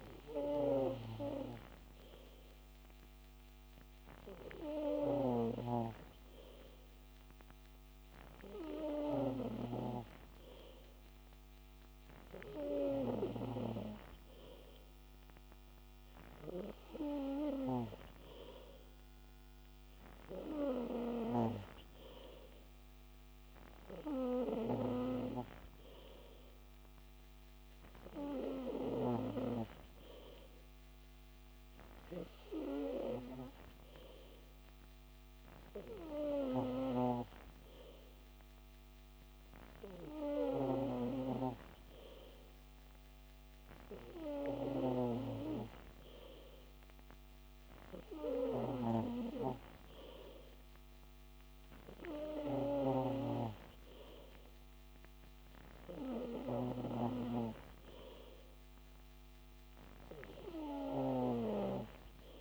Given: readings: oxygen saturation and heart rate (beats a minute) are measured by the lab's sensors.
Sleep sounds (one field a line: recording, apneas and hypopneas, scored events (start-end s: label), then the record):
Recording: breathing in sleep by a microphone on the trachea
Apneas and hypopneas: none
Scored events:
none scored
From the record:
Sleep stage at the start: N3 (deep sleep)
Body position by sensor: on the back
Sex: male